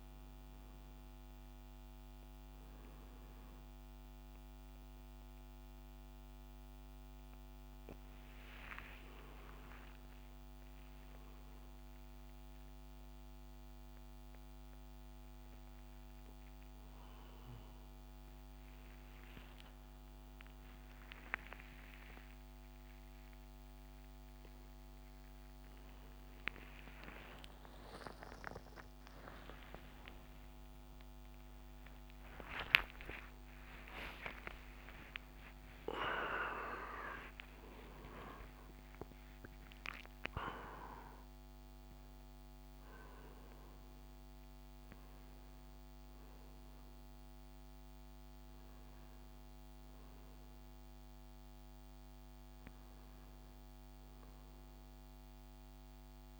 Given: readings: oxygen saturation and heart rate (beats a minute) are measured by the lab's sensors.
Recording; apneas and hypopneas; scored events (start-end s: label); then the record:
a person awake in a sleep study, by a microphone on the trachea; none
38.50-56.40 s: new sleep stage, N1 (lightest sleep)
From the record:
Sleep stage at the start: awake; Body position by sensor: on the right side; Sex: male